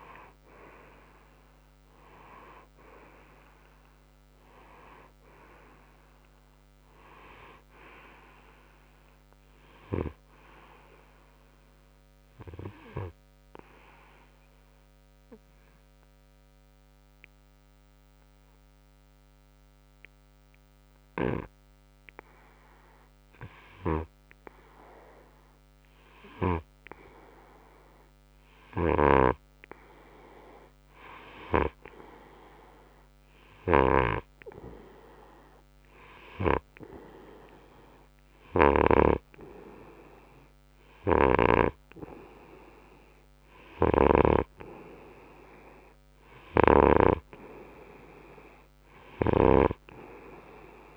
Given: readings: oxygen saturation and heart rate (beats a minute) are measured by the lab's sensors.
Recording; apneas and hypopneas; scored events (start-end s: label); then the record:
breathing in sleep by a microphone on the trachea; 1
0.00-4.50 s: oxygen desaturation (device-marked, oxygen 92% lowest, heart rate 59 extreme)
13.00-24.50 s: obstructive apnea (oxygen 96% before, 92% lowest, heart rate 67 before, 59 extreme, up 6 after)
27.00-31.00 s: arousal
41.00-44.50 s: snoring (device-marked)
46.50-50.97 s: snoring (device-marked)
From the record:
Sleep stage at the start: N2 (light sleep); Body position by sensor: on the right side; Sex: male